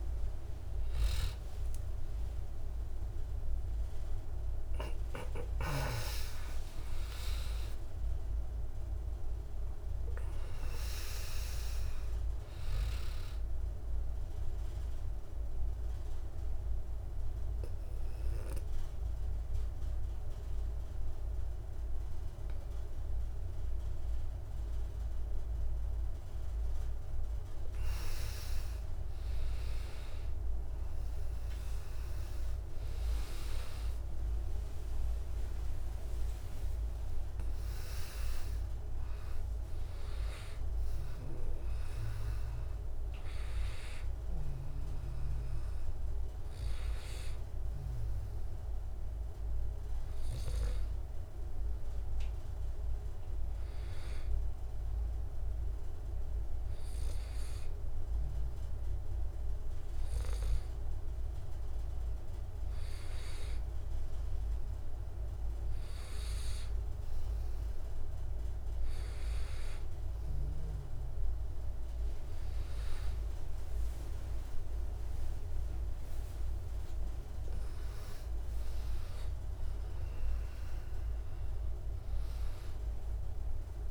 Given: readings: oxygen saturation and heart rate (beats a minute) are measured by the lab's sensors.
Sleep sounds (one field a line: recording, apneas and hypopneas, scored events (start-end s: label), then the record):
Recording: breathing in sleep by a room microphone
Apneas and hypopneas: 1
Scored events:
0.00-4.00 s: arousal
15.50-28.50 s: mixed apnea (oxygen 99% before, 95% lowest)
30.50-35.00 s: arousal
30.50-53.50 s: oxygen desaturation (device-marked, oxygen 99% before, 95% lowest)
79.50-83.91 s: new sleep stage, awake
From the record:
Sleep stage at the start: N2 (light sleep)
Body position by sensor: on the back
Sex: male